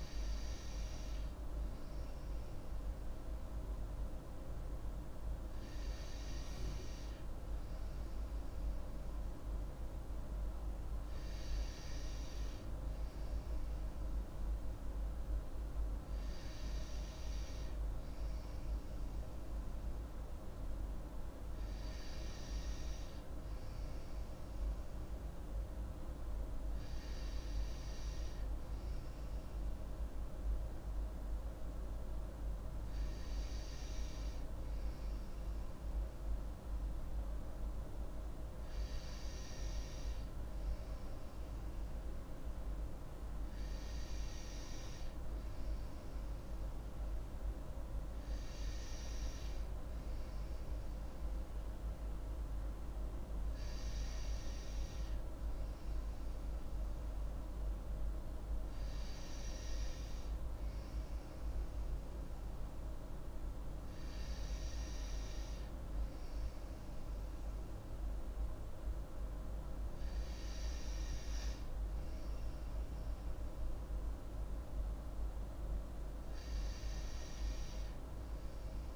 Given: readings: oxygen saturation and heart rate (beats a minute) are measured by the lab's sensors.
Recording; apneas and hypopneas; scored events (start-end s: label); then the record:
breathing in sleep, hard to hear, by a room microphone; none
none scored
From the record:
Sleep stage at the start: N2 (light sleep); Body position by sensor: on the right side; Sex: female